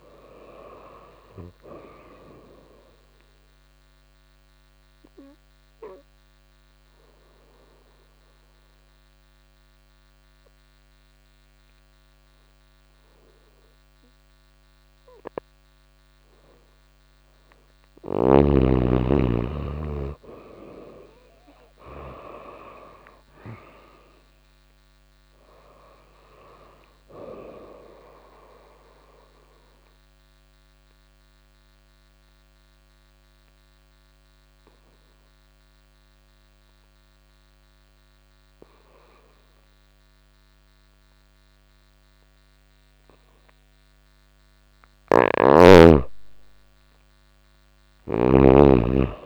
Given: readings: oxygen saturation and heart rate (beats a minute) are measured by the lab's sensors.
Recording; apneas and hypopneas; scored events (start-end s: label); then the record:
breathing in sleep by a microphone on the trachea; 2
2.50-16.00 s: obstructive apnea (oxygen 97% before, 87% lowest, heart rate 89 before, 87 extreme, up 4 after)
8.00-22.00 s: oxygen desaturation (device-marked, oxygen 96% before, 91% lowest, heart rate 90 before, 87 extreme)
18.00-22.50 s: arousal
24.00-41.00 s: oxygen desaturation (device-marked, oxygen 96% before, 89% lowest, heart rate 89 before, 87 extreme)
28.00-43.00 s: obstructive apnea (oxygen 96% before, 87% lowest, heart rate 89 before, 87 extreme, up 2 after)
44.00-47.50 s: snoring (device-marked)
45.00-49.00 s: arousal
From the record:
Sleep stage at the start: N2 (light sleep); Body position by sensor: on the back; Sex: female